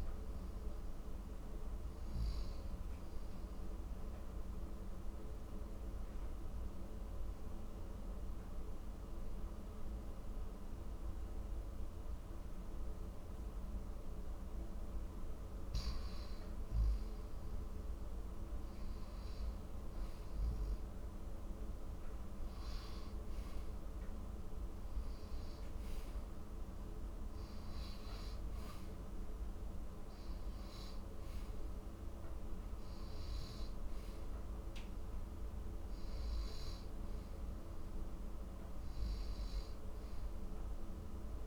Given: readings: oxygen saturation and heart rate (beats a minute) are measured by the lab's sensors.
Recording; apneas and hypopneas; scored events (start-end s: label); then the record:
breathing in sleep, hard to hear, by a room microphone; 1
4.00-15.00 s: obstructive apnea (oxygen 95% before, 92% lowest, heart rate 60 before, 51 extreme, up 12 after)
17.50-21.50 s: arousal
34.00-41.47 s: oxygen desaturation (device-marked, oxygen 95% before, 92% lowest, heart rate 62 before, 50 extreme)
From the record:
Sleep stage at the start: N1 (lightest sleep); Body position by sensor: on the back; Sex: male